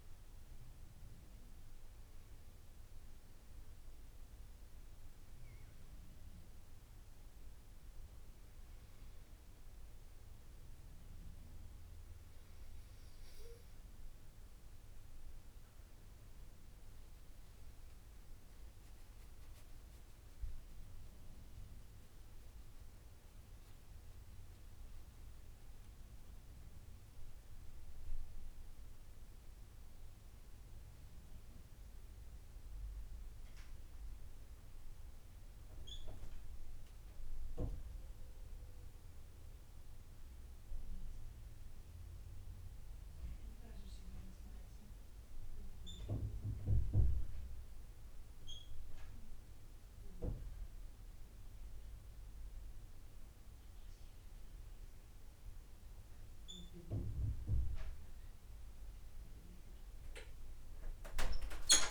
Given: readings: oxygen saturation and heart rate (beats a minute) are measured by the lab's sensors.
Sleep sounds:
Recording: breathing in sleep by a room microphone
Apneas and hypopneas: 1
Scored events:
0.50-14.50 s: obstructive apnea (oxygen 93% before, 90% lowest, heart rate 78 before, 74 extreme, up 10 after)
17.00-21.50 s: arousal
59.00-61.91 s: new sleep stage, awake
From the record:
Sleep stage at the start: N2 (light sleep)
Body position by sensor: on the back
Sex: male

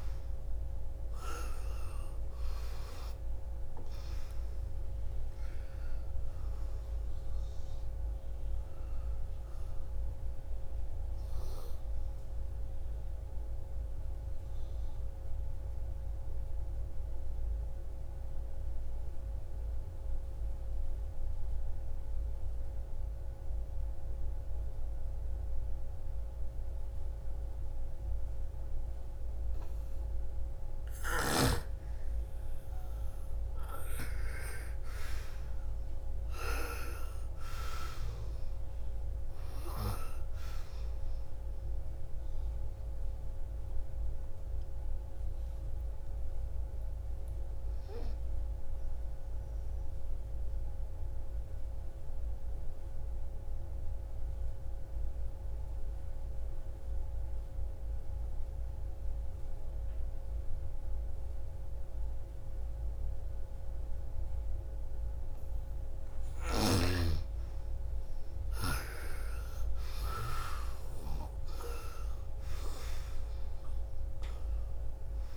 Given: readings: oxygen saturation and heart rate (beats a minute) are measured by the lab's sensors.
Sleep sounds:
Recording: breathing in sleep by a room microphone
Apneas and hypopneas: 2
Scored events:
0.00-14.50 s: oxygen desaturation (device-marked, oxygen 87% lowest, heart rate 47 extreme)
13.50-30.00 s: obstructive apnea (oxygen 99% before, 86% lowest, heart rate 68 before, 47 extreme, up 9 after)
30.50-52.50 s: oxygen desaturation (device-marked, oxygen 98% before, 88% lowest, heart rate 58 before, 45 extreme)
31.50-35.50 s: arousal
51.00-66.00 s: obstructive apnea (oxygen 98% before, 84% lowest, heart rate 63 before, 45 extreme, up 25 after)
67.00-70.50 s: arousal
67.50-75.36 s: oxygen desaturation (device-marked, oxygen 98% before, 86% lowest, heart rate 53 before, 56 extreme)
From the record:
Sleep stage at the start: N2 (light sleep)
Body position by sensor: on the right side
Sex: female

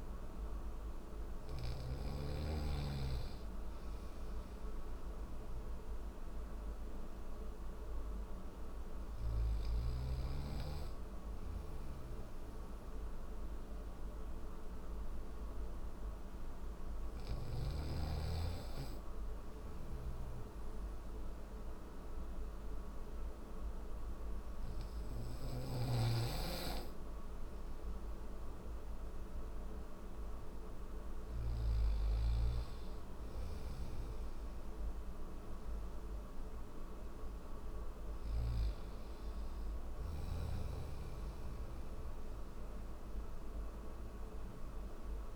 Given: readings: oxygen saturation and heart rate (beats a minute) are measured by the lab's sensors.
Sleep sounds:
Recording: breathing in sleep by a room microphone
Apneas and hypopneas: none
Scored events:
24.00-30.50 s: snoring (device-marked)
From the record:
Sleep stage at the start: N3 (deep sleep)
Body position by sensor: on the back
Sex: male

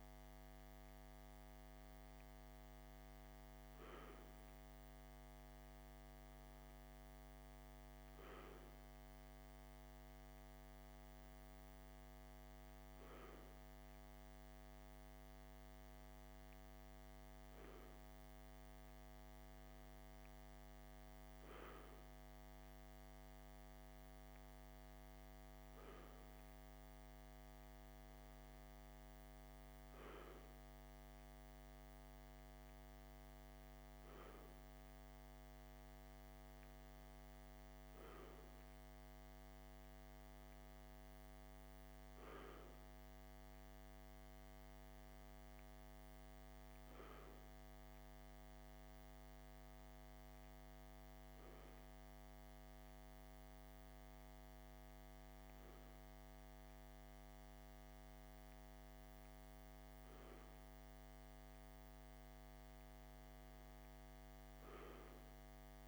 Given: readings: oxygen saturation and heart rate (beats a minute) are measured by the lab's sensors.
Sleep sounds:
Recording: breathing in sleep, hard to hear, by a microphone on the trachea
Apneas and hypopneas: none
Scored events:
none scored
From the record:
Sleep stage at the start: N2 (light sleep)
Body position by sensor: on the left side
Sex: male

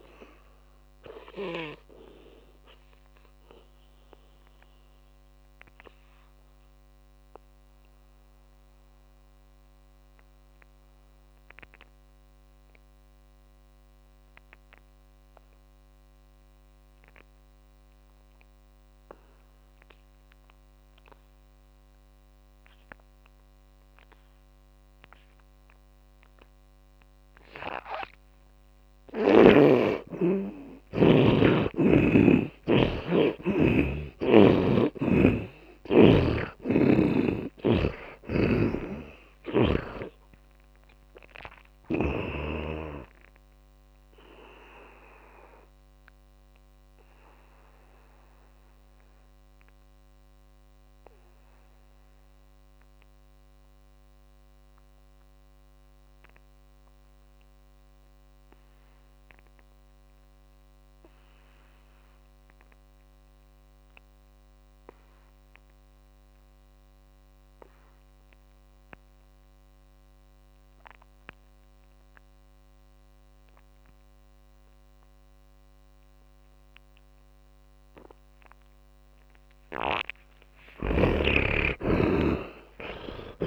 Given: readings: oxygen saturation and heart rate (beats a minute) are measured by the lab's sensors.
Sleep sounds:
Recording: breathing in sleep by a microphone on the trachea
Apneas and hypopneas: 2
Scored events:
0.00-20.00 s: oxygen desaturation (device-marked, oxygen 77% lowest)
3.00-29.50 s: mixed apnea (oxygen 100% before, 77% lowest)
28.00-62.00 s: oxygen desaturation (device-marked, oxygen 100% before, 78% lowest)
33.00-38.50 s: arousal
44.00-79.00 s: mixed apnea (oxygen 100% before, 74% lowest)
78.00-83.47 s: oxygen desaturation (device-marked, oxygen 99% before, 74% lowest)
81.00-83.47 s: arousal
From the record:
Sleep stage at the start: N2 (light sleep)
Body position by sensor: on the back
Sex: male

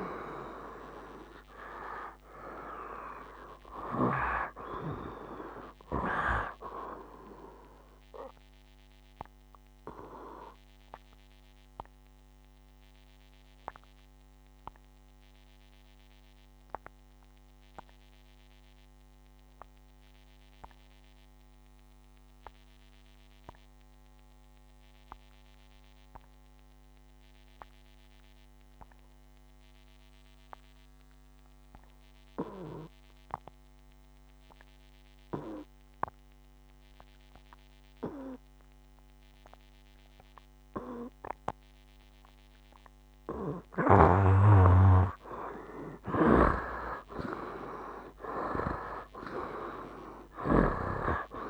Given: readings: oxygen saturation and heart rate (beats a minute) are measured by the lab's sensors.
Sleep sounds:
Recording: breathing in sleep by a microphone on the trachea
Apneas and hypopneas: 1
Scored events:
0.00-3.00 s: arousal
0.00-33.50 s: oxygen desaturation (device-marked, oxygen 78% lowest, heart rate 58 extreme)
10.00-44.00 s: obstructive apnea (oxygen 96% before, 76% lowest, heart rate 67 before, 58 extreme, up 13 after)
35.50-51.50 s: oxygen desaturation (device-marked, oxygen 98% before, 76% lowest, heart rate 59 before, 56 extreme)
47.00-51.00 s: arousal
From the record:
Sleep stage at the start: N2 (light sleep)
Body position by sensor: on the right side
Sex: male

